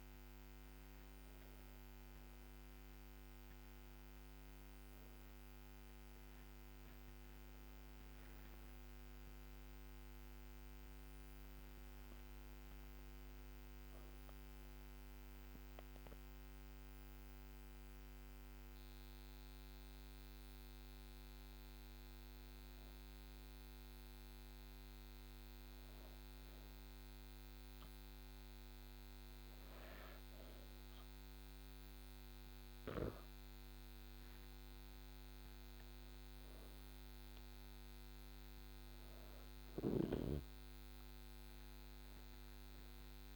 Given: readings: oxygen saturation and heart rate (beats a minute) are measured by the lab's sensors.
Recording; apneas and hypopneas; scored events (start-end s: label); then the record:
breathing in sleep, hard to hear, by a microphone on the trachea; none
8.00-14.00 s: arousal
32.50-40.50 s: oxygen desaturation (device-marked, oxygen 98% before, 95% lowest, heart rate 80 before, 69 extreme)
41.50-43.36 s: arousal
From the record:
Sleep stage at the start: N2 (light sleep); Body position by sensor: on the back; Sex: female